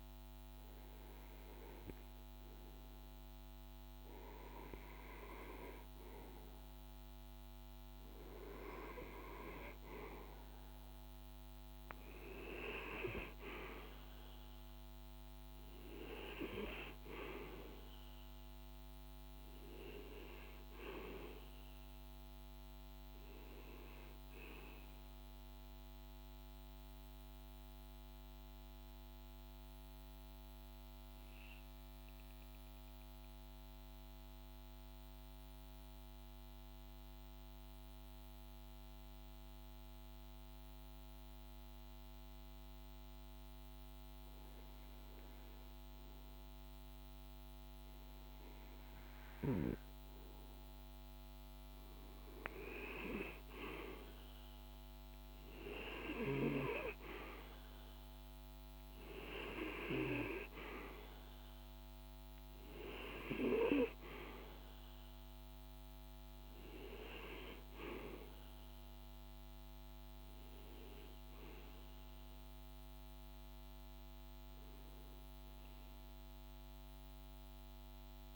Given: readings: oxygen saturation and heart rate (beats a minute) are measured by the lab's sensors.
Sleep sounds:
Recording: breathing in sleep by a microphone on the trachea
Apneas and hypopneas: 1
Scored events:
0.00-30.50 s: oxygen desaturation (device-marked, oxygen 92% lowest, heart rate 52 extreme)
26.00-42.00 s: hypopnea (oxygen 98% before, 92% lowest, heart rate 53 before, 53 extreme, up 2 after)
44.00-48.00 s: arousal
49.50-78.36 s: oxygen desaturation (device-marked, oxygen 98% before, 92% lowest, heart rate 54 before, 52 extreme)
From the record:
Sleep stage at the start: N2 (light sleep)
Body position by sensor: on the right side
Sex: male

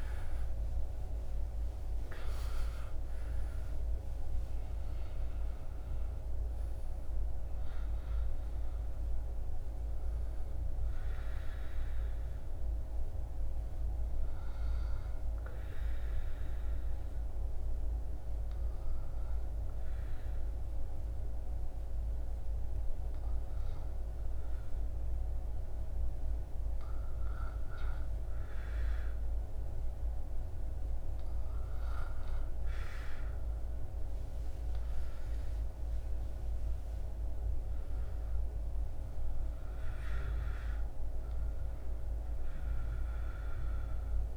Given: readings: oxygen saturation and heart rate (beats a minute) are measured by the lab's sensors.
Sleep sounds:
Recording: breathing in sleep, hard to hear, by a room microphone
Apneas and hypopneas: none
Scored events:
0.00-30.00 s: oxygen desaturation (device-marked, oxygen 77% lowest, heart rate 60 extreme)
33.50-38.50 s: arousal
From the record:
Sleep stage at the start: N2 (light sleep)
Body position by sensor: on the back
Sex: male

